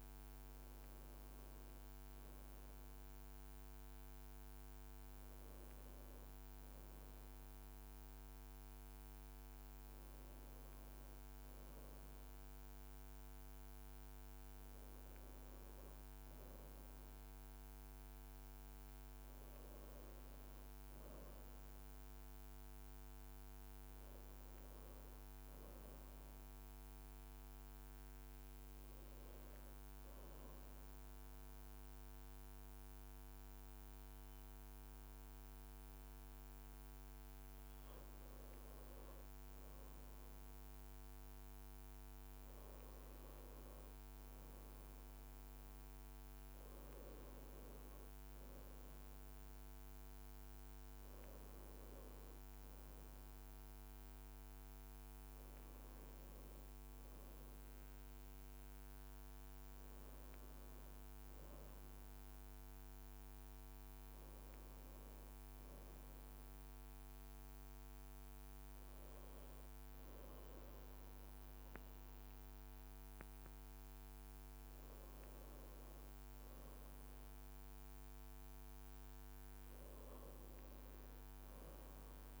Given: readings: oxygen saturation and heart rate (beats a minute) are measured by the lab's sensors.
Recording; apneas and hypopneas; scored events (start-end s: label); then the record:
breathing in sleep, hard to hear, by a microphone on the trachea; 1
11.50-14.50 s: leg movement (device-marked)
21.50-25.50 s: arousal
28.50-39.00 s: obstructive apnea (oxygen 96% before, 93% lowest, heart rate 58 before, 55 extreme, up 1 after)
36.50-38.50 s: leg movement (device-marked)
42.50-47.00 s: arousal
74.00-76.50 s: leg movement (device-marked)
From the record:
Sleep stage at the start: N2 (light sleep); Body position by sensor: on the right side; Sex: male